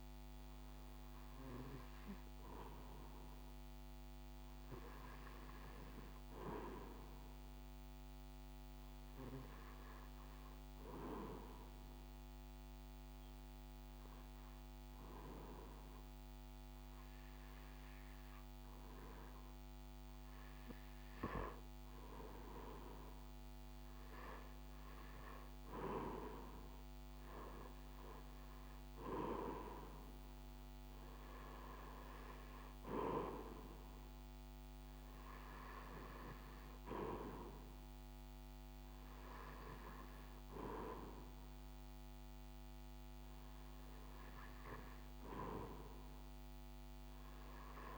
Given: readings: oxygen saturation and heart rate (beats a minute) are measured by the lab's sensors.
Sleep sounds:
breathing in sleep by a microphone on the trachea; 1
6.00-20.00 s: hypopnea (oxygen 96% before, 92% lowest)
22.00-25.00 s: arousal
22.00-41.00 s: oxygen desaturation (device-marked, oxygen 95% before, 92% lowest)
From the record:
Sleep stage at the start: REM sleep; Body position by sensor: on the right side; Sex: male

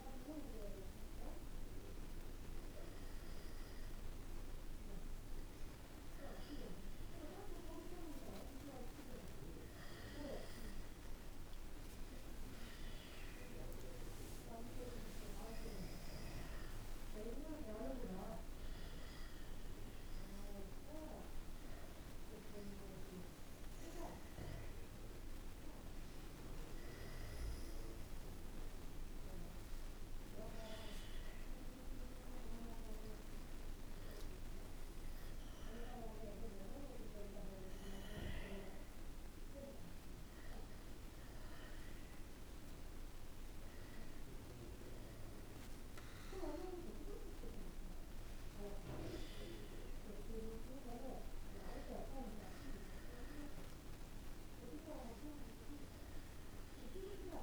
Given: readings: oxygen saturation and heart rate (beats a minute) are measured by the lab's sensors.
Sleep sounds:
a person awake in a sleep study, by a room microphone; none
31.00-57.43 s: new sleep stage, N1 (lightest sleep)
From the record:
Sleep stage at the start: awake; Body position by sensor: on the back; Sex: male

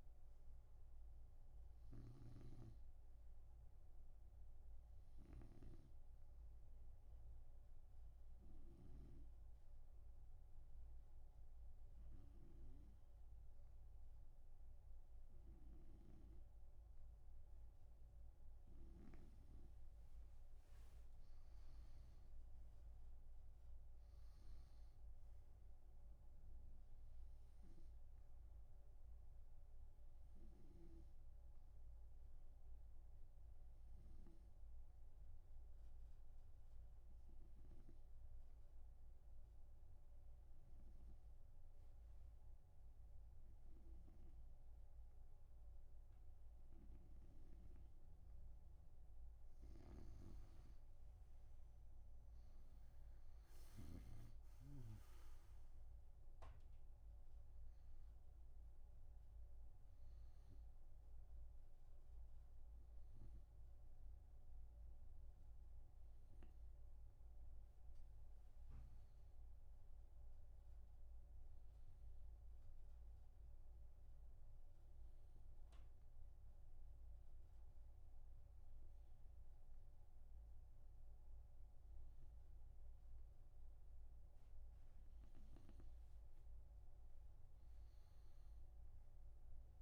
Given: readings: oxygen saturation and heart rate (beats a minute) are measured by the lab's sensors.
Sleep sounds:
breathing in sleep by a room microphone; 3
6.00-19.00 s: oxygen desaturation (device-marked, oxygen 96% before, 92% lowest)
7.00-20.00 s: hypopnea (oxygen 96% before, 92% lowest)
22.00-25.50 s: arousal
32.50-49.50 s: hypopnea (oxygen 95% before, 92% lowest)
50.00-54.50 s: snoring (device-marked)
54.50-58.50 s: arousal
73.00-85.50 s: obstructive apnea (oxygen 95% before, 92% lowest)
87.00-89.82 s: arousal
From the record:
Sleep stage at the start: N2 (light sleep); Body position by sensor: on the right side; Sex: male

